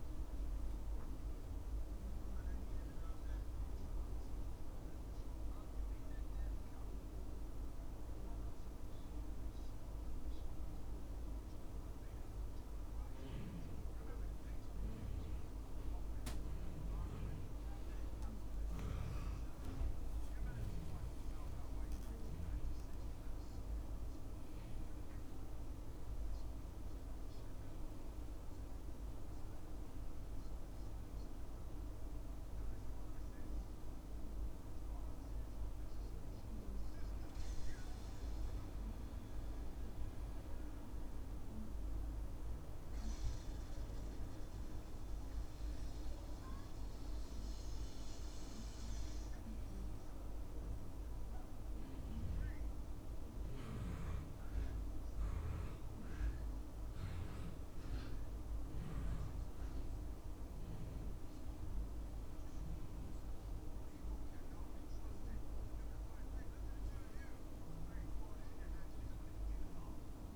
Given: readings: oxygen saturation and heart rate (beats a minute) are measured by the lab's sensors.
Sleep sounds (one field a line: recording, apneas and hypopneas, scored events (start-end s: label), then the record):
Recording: breathing in sleep, hard to hear, by a room microphone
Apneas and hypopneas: 2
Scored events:
9.00-20.00 s: hypopnea (oxygen 97% before, 93% lowest, heart rate 73 before, 70 extreme, up 4 after)
22.00-25.00 s: arousal
31.00-41.00 s: obstructive apnea (oxygen 96% before, 93% lowest, heart rate 73 before, 68 extreme, up 0 after)
44.00-47.50 s: arousal
From the record:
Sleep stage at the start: N2 (light sleep)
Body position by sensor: on the back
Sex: male